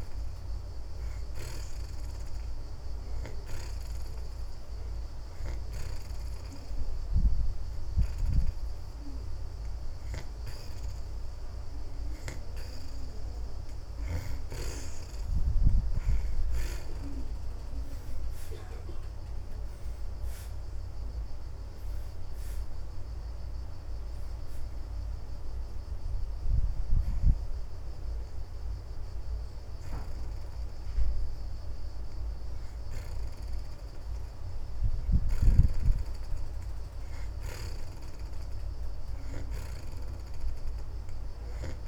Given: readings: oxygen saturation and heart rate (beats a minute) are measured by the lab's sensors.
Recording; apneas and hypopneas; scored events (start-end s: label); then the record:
breathing in sleep by a room microphone; 1
2.50-14.00 s: hypopnea (oxygen 67% before, 62% lowest)
7.00-20.00 s: oxygen desaturation (device-marked, oxygen 78% before, 65% lowest)
19.50-23.00 s: arousal
30.00-41.88 s: oxygen desaturation (device-marked, oxygen 70% before, 62% lowest)
From the record:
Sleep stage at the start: N2 (light sleep); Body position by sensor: on the back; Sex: female